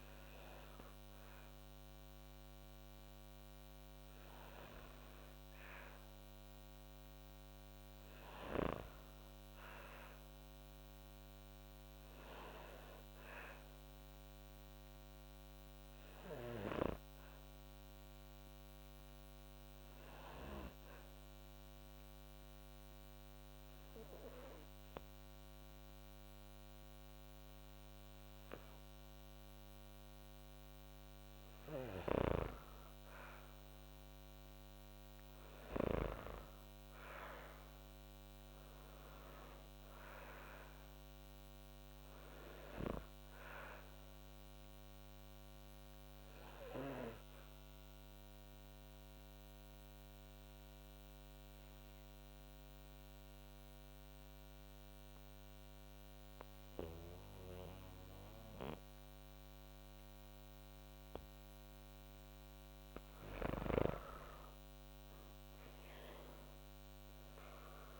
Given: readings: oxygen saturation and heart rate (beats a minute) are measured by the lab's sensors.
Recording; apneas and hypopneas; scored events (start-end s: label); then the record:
breathing in sleep by a microphone on the trachea; 2
13.00-29.50 s: hypopnea (oxygen 96% before, 90% lowest)
32.00-36.00 s: arousal
35.50-65.50 s: new sleep stage, N2 (light sleep)
42.50-60.00 s: obstructive apnea (oxygen 96% before, 90% lowest)
62.50-67.50 s: arousal
65.50-67.99 s: new sleep stage, N1 (lightest sleep)
65.50-67.99 s: oxygen desaturation (device-marked, oxygen 96% before, 90% lowest)
From the record:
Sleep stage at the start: N1 (lightest sleep); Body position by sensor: on the back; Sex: female